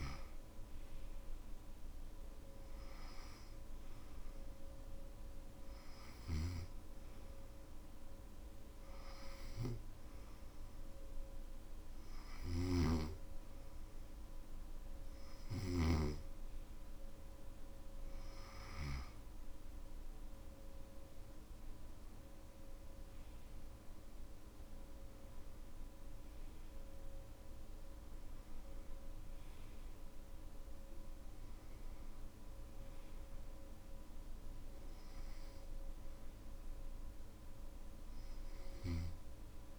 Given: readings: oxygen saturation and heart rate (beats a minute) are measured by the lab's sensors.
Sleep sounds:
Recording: breathing in sleep by a room microphone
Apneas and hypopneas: none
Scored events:
none scored
From the record:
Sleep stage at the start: N3 (deep sleep)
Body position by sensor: on the back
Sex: male

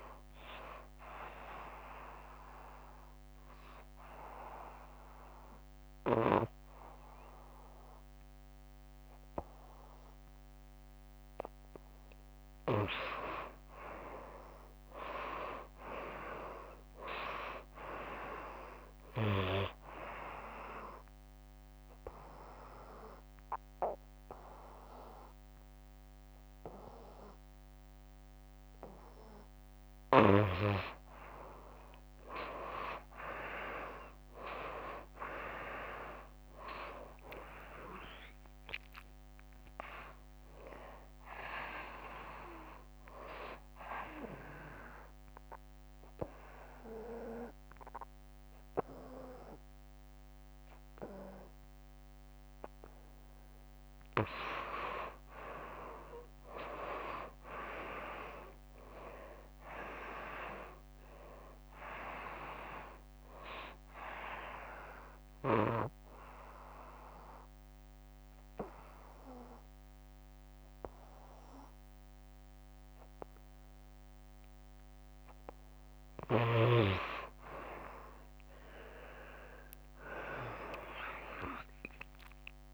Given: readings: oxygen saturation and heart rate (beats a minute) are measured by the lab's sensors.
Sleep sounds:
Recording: breathing in sleep by a microphone on the trachea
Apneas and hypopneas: 4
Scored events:
0.00-19.00 s: oxygen desaturation (device-marked, oxygen 87% lowest, heart rate 73 extreme)
2.00-12.00 s: obstructive apnea (oxygen 98% before, 86% lowest, heart rate 86 before, 78 extreme, up 8 after)
14.00-17.00 s: arousal
20.50-30.50 s: obstructive apnea (oxygen 96% before, 86% lowest, heart rate 89 before, 78 extreme, up 5 after)
21.00-32.00 s: oxygen desaturation (device-marked, oxygen 98% before, 88% lowest, heart rate 88 before, 78 extreme)
34.50-38.00 s: arousal
39.00-48.00 s: oxygen desaturation (device-marked, oxygen 96% before, 87% lowest, heart rate 87 before, 78 extreme)
43.50-53.50 s: obstructive apnea (oxygen 98% before, 86% lowest, heart rate 88 before, 74 extreme, up 4 after)
54.50-58.50 s: arousal
58.00-71.00 s: oxygen desaturation (device-marked, oxygen 96% before, 86% lowest, heart rate 92 before, 73 extreme)
64.50-76.00 s: obstructive apnea (oxygen 96% before, 85% lowest, heart rate 89 before, 73 extreme, up 10 after)
78.50-82.50 s: arousal
From the record:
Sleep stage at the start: N2 (light sleep)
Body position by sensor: on the right side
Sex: female

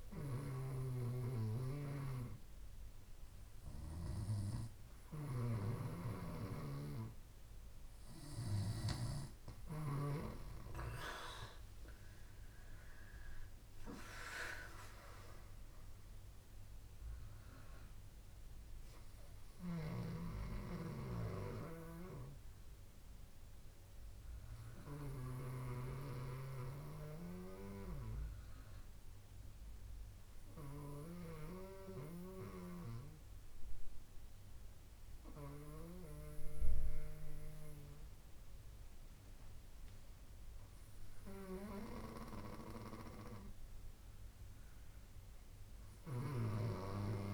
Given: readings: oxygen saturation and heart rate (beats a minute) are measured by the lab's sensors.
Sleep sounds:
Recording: breathing in sleep by a room microphone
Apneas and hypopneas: 1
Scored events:
12.00-16.50 s: arousal
26.00-39.00 s: hypopnea (oxygen 98% before, 95% lowest)
41.00-44.00 s: arousal
From the record:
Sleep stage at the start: N2 (light sleep)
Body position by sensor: on the back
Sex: female

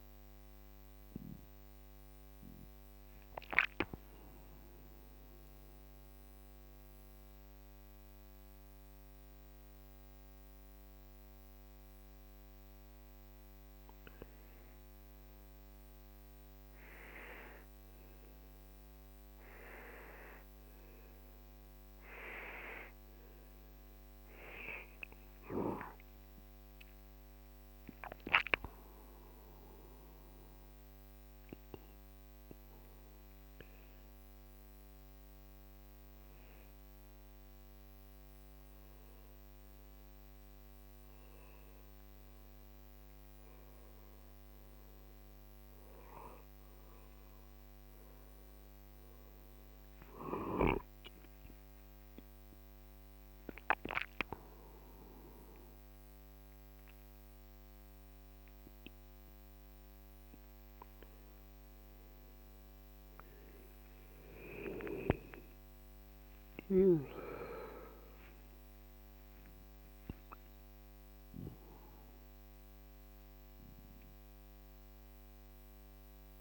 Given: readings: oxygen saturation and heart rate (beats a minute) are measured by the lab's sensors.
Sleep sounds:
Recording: breathing in sleep by a microphone on the trachea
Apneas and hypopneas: none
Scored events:
24.00-28.00 s: arousal
25.00-35.00 s: oxygen desaturation (device-marked, oxygen 98% before, 92% lowest, heart rate 58 before, 60 extreme)
47.00-66.00 s: oxygen desaturation (device-marked, oxygen 96% before, 93% lowest, heart rate 63 before, 61 extreme)
65.00-69.00 s: arousal
From the record:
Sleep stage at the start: N1 (lightest sleep)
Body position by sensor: on the right side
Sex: male

